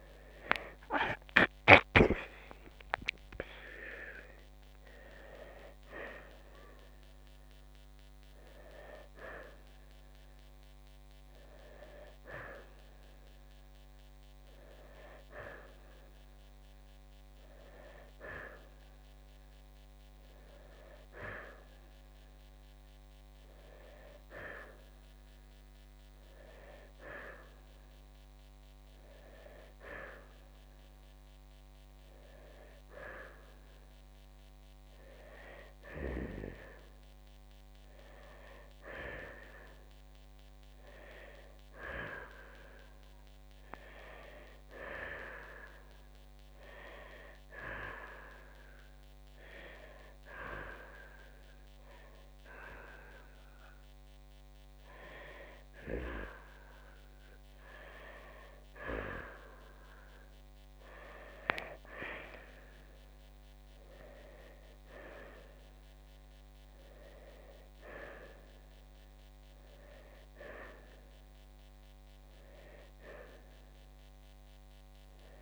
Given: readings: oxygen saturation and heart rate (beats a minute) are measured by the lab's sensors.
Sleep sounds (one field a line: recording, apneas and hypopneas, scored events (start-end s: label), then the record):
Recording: breathing in sleep by a microphone on the trachea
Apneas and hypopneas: none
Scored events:
0.00-5.00 s: arousal
5.00-15.00 s: oxygen desaturation (device-marked, oxygen 90% before, 87% lowest, heart rate 63 before, 57 extreme)
From the record:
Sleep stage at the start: N2 (light sleep)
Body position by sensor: on the right side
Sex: male